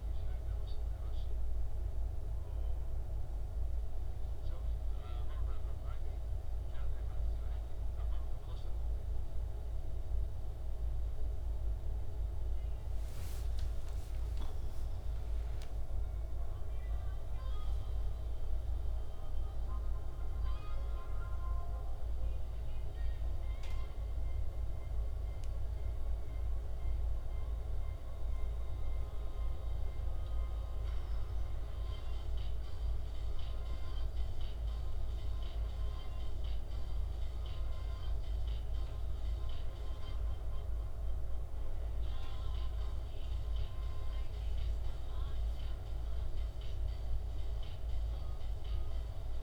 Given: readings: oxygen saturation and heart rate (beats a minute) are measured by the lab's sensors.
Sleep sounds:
breathing in sleep, hard to hear, by a room microphone; none
14.00-18.00 s: arousal
16.00-18.00 s: long interval between heartbeats (device-marked, heart rate 68 before, 98 extreme)
18.50-20.50 s: long interval between heartbeats (device-marked, heart rate 73 before, 103 extreme)
30.00-32.00 s: long interval between heartbeats (device-marked, heart rate 81 before, 79 extreme)
From the record:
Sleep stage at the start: N2 (light sleep); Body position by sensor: on the back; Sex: male

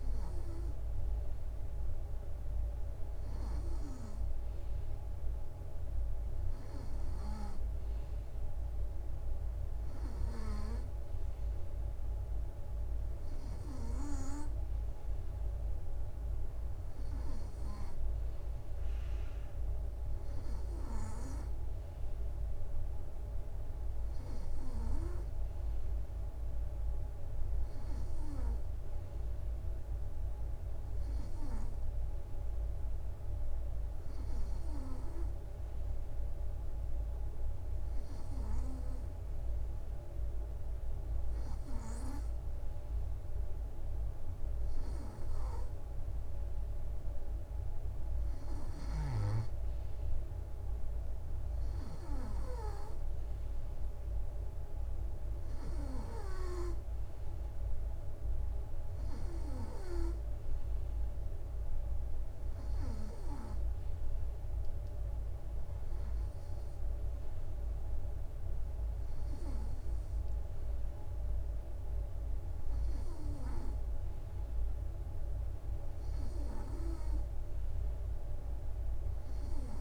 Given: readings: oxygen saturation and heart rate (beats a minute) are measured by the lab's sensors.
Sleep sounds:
breathing in sleep by a room microphone; none
none scored
From the record:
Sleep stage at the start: N3 (deep sleep); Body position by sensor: on the right side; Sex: male

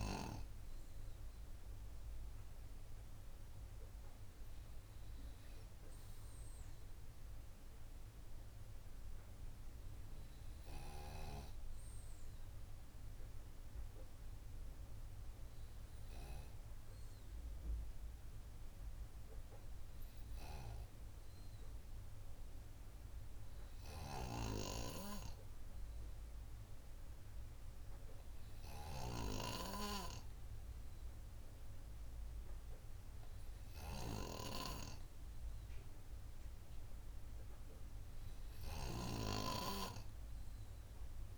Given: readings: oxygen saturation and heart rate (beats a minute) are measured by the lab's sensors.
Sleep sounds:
breathing in sleep by a room microphone; none
none scored
From the record:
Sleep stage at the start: N2 (light sleep); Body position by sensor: on the right side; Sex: male

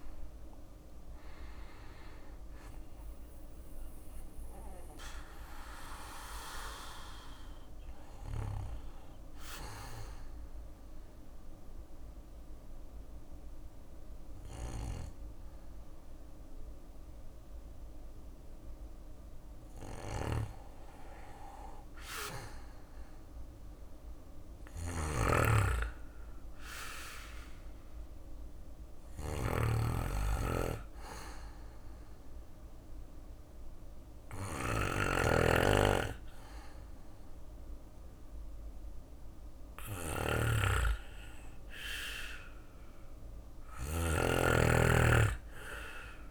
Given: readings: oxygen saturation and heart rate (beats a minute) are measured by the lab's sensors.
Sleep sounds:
breathing in sleep by a room microphone; 2
0.00-17.00 s: oxygen desaturation (device-marked, oxygen 98% before, 93% lowest, heart rate 59 before, 58 extreme)
9.50-20.00 s: obstructive apnea (oxygen 98% before, 93% lowest, heart rate 61 before, 58 extreme, up 2 after)
19.00-46.31 s: snoring (device-marked)
22.00-26.00 s: arousal
24.00-26.00 s: bradycardia (device-marked, heart rate 61 before, 60 extreme)
28.00-34.00 s: bradycardia (device-marked, heart rate 61 before, 58 extreme)
28.00-39.00 s: obstructive apnea (oxygen 99% before, 93% lowest, heart rate 60 before, 59 extreme, up 4 after)
41.50-45.00 s: arousal
From the record:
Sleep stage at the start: N2 (light sleep); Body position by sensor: on the back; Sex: male

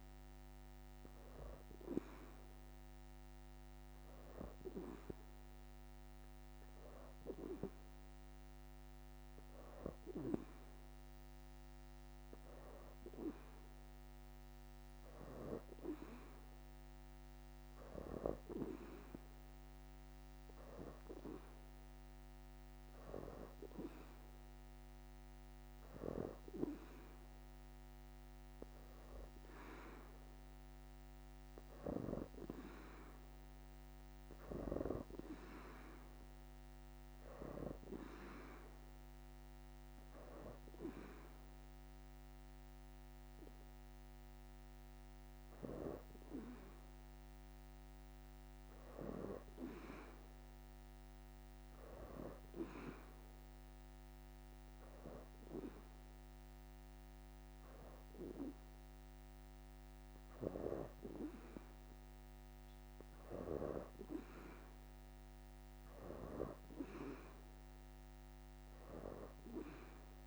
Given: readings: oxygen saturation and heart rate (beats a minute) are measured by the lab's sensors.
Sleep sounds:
breathing in sleep by a microphone on the trachea; none
0.00-10.00 s: oxygen desaturation (device-marked, oxygen 84% lowest, heart rate 81 extreme)
59.00-66.00 s: oxygen desaturation (device-marked, oxygen 90% before, 84% lowest, heart rate 84 before, 81 extreme)
From the record:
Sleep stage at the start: N2 (light sleep); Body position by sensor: on the back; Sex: female

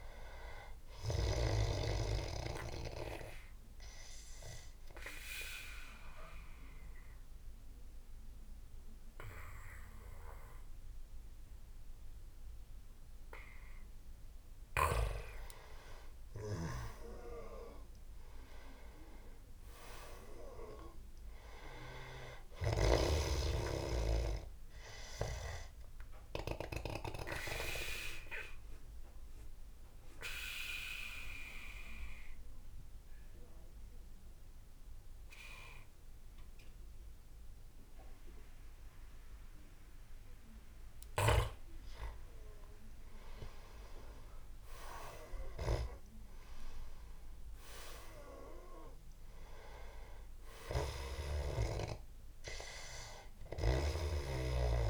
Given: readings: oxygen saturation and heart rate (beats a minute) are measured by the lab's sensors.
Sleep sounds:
breathing in sleep by a room microphone; 2
0.00-6.50 s: oxygen desaturation (device-marked, oxygen 87% lowest, heart rate 74 extreme)
2.50-14.00 s: obstructive apnea (oxygen 97% before, 90% lowest, heart rate 80 before, 76 extreme, up 18 after)
16.00-19.00 s: arousal
23.00-27.00 s: snoring (device-marked)
24.50-35.50 s: oxygen desaturation (device-marked, oxygen 99% before, 94% lowest, heart rate 86 before, 75 extreme)
27.00-40.50 s: obstructive apnea (oxygen 99% before, 90% lowest, heart rate 87 before, 75 extreme, up 11 after)
42.00-45.50 s: arousal
49.50-54.90 s: oxygen desaturation (device-marked, oxygen 98% before, 91% lowest, heart rate 81 before, 75 extreme)
From the record:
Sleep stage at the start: N2 (light sleep); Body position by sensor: on the back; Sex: male

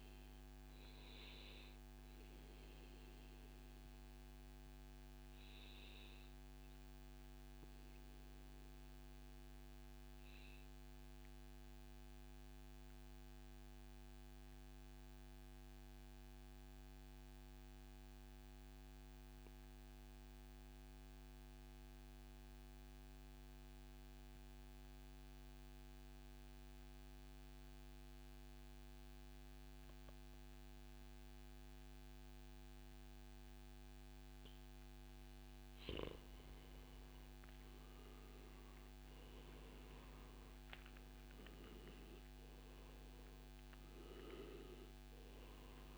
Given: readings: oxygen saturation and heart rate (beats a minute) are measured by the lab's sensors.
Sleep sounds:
breathing in sleep, hard to hear, by a microphone on the trachea; 1
2.00-4.00 s: long interval between heartbeats (device-marked, heart rate 118 before, 106 extreme)
4.50-34.50 s: mixed apnea (oxygen 96% before, 93% lowest, heart rate 116 before, 98 extreme, up 29 after)
35.50-45.97 s: oxygen desaturation (device-marked, oxygen 98% before, 93% lowest, heart rate 110 before, 112 extreme)
37.00-39.00 s: long interval between heartbeats (device-marked, heart rate 111 before, 122 extreme)
37.50-41.50 s: arousal
From the record:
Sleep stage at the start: N2 (light sleep); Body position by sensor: on the back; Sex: male

